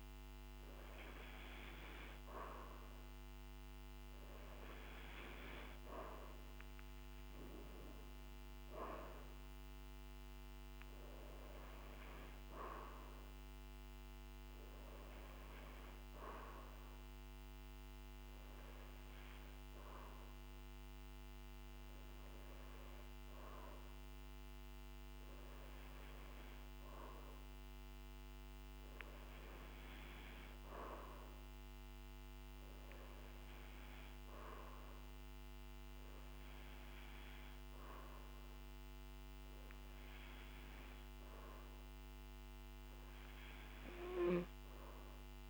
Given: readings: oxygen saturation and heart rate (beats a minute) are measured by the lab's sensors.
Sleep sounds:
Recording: breathing in sleep by a microphone on the trachea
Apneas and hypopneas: none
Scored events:
none scored
From the record:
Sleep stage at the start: N2 (light sleep)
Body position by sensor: on the back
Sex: male

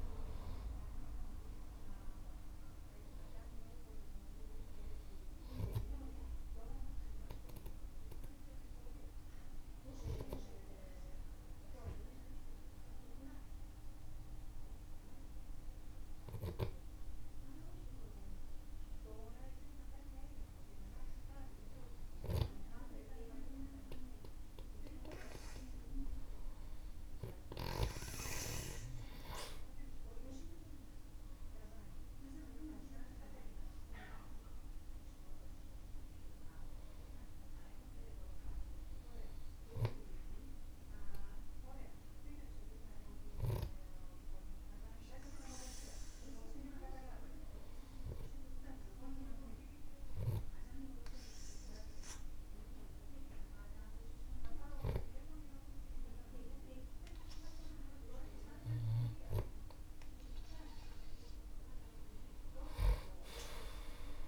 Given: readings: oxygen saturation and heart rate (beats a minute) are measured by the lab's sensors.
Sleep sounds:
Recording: breathing in sleep by a room microphone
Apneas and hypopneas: 2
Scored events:
7.00-22.00 s: obstructive apnea (oxygen 97% before, 94% lowest, heart rate 60 before, 49 extreme, up 6 after)
29.50-34.50 s: arousal
42.50-60.00 s: hypopnea (oxygen 97% before, 95% lowest, heart rate 55 before, 48 extreme, up 9 after)
From the record:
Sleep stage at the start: N2 (light sleep)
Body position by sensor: on the back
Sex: male

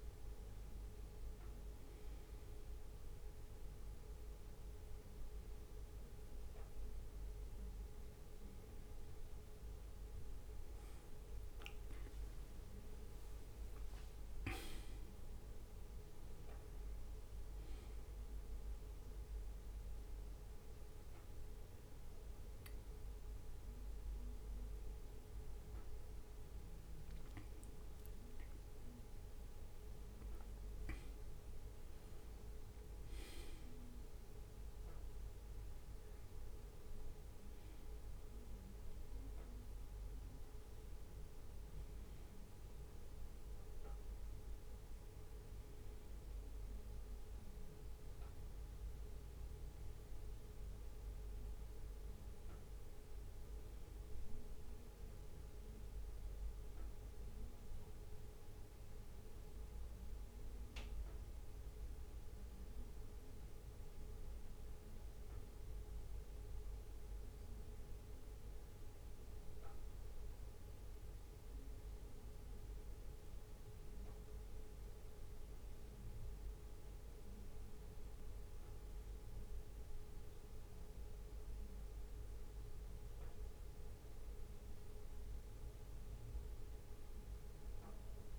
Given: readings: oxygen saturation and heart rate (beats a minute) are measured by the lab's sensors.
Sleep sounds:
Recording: breathing in sleep, hard to hear, by a room microphone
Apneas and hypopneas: none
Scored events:
11.50-14.00 s: leg movement (device-marked)
57.00-59.00 s: long interval between heartbeats (device-marked, heart rate 63 before, 64 extreme)
From the record:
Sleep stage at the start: N1 (lightest sleep)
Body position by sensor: on the back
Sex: male

